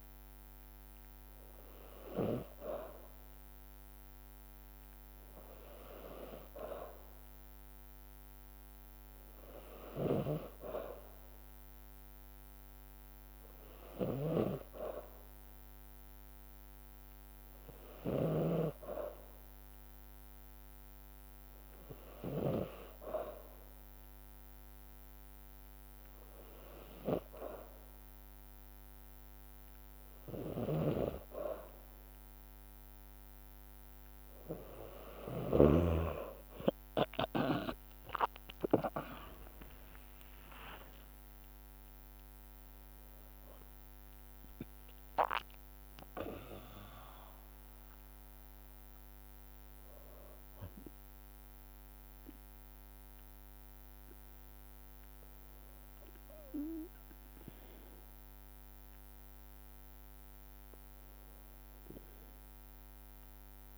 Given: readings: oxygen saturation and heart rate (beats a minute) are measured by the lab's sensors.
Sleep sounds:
breathing in sleep by a microphone on the trachea; none
0.00-2.50 s: snoring (device-marked)
9.50-22.50 s: snoring (device-marked)
30.00-39.00 s: snoring (device-marked)
38.00-53.00 s: drop in pulse transit time (device-marked, heart rate 57 before, 58 extreme)
41.50-46.00 s: arousal
From the record:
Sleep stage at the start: N2 (light sleep); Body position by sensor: on the back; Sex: female

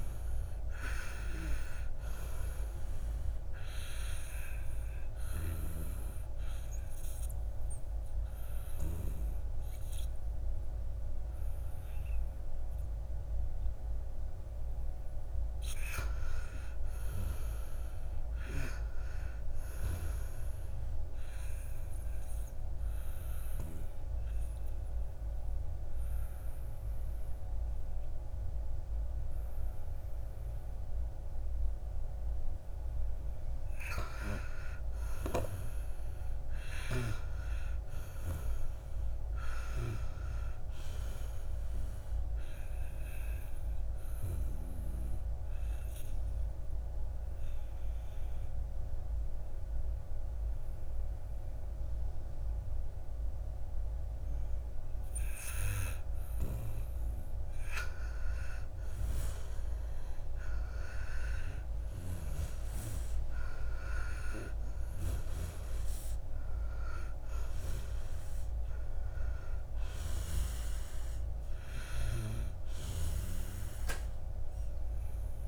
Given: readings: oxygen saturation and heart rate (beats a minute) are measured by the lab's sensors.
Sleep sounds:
breathing in sleep by a room microphone; 3
4.00-17.00 s: oxygen desaturation (device-marked, oxygen 96% before, 89% lowest, heart rate 60 before, 56 extreme)
5.50-15.50 s: obstructive apnea (oxygen 96% before, 89% lowest, heart rate 60 before, 56 extreme, up 3 after)
17.00-19.00 s: arousal
21.00-33.50 s: obstructive apnea (oxygen 96% before, 92% lowest, heart rate 64 before, 56 extreme, up 8 after)
36.00-40.00 s: arousal
44.00-55.50 s: obstructive apnea (oxygen 96% before, 92% lowest, heart rate 61 before, 56 extreme, up 11 after)
59.00-63.50 s: arousal
63.00-75.48 s: oxygen desaturation (device-marked, oxygen 96% before, 92% lowest, heart rate 60 before, 54 extreme)
From the record:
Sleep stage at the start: N2 (light sleep); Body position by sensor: on the back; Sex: male

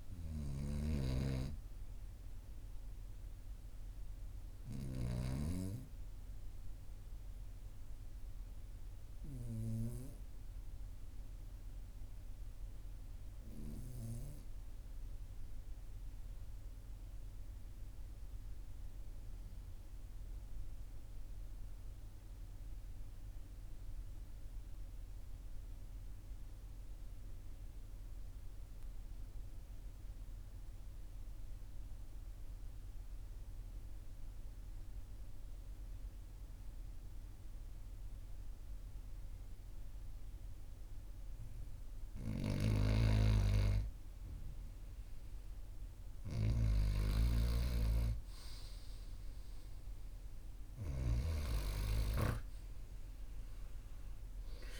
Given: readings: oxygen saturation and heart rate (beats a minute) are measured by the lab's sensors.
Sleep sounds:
breathing in sleep by a room microphone; 1
0.00-5.00 s: snoring (device-marked)
11.00-41.50 s: obstructive apnea (oxygen 99% before, 94% lowest, heart rate 43 before, 39 extreme, up 2 after)
35.00-39.00 s: oxygen desaturation (device-marked, oxygen 98% before, 97% lowest, heart rate 42 before, 42 extreme)
42.00-51.00 s: snoring (device-marked)
43.00-47.00 s: arousal
From the record:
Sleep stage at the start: N2 (light sleep); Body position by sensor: on the right side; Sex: male

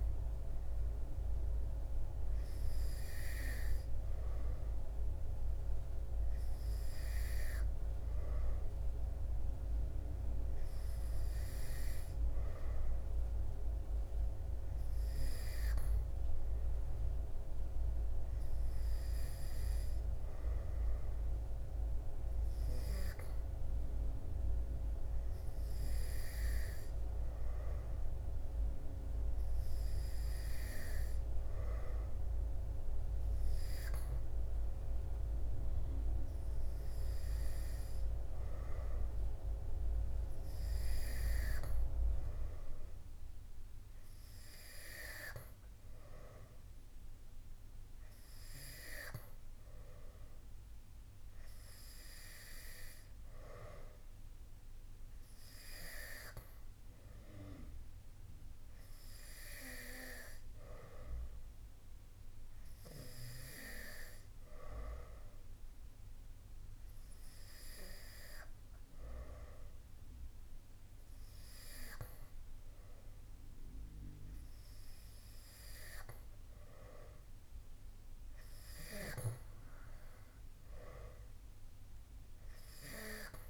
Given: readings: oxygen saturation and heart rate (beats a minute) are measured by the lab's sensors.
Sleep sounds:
breathing in sleep by a room microphone; none
none scored
From the record:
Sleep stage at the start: N2 (light sleep); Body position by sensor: on the back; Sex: male

